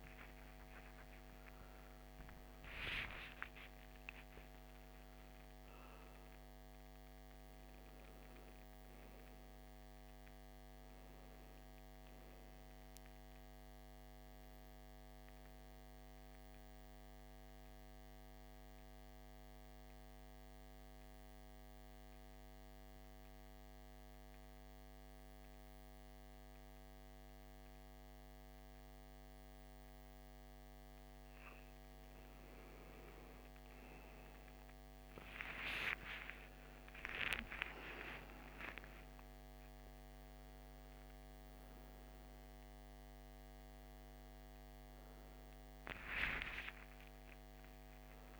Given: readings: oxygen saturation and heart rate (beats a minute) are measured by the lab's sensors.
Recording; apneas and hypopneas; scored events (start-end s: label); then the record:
a person partly awake in a sleep study, by a microphone on the trachea; 1
0.00-8.50 s: oxygen desaturation (device-marked, oxygen 86% lowest, heart rate 54 extreme)
11.50-48.40 s: new sleep stage, N2 (light sleep)
15.50-30.50 s: central apnea (oxygen 99% before, 90% lowest, heart rate 70 before, 54 extreme, up 14 after)
33.50-38.50 s: arousal
34.50-48.40 s: oxygen desaturation (device-marked, oxygen 98% before, 90% lowest, heart rate 56 before, 54 extreme)
From the record:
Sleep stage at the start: awake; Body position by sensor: on the back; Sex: male